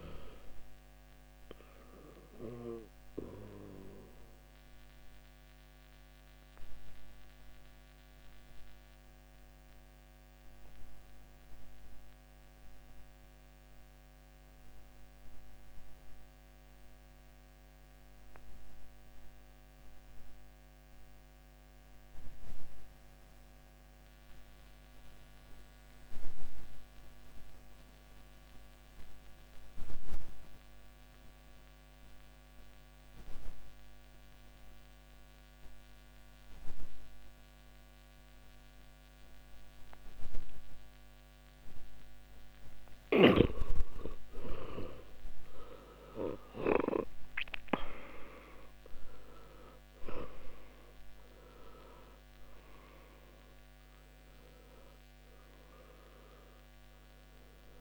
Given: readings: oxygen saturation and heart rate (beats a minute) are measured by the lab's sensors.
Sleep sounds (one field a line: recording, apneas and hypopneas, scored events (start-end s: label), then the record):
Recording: breathing in sleep by a microphone on the trachea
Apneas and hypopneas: 1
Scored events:
0.00-19.50 s: oxygen desaturation (device-marked, oxygen 88% lowest, heart rate 51 extreme)
3.00-42.50 s: obstructive apnea (oxygen 98% before, 81% lowest, heart rate 66 before, 51 extreme, up 16 after)
33.50-57.81 s: oxygen desaturation (device-marked, oxygen 97% before, 81% lowest, heart rate 58 before, 55 extreme)
45.50-50.00 s: arousal
From the record:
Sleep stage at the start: N2 (light sleep)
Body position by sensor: on the back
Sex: male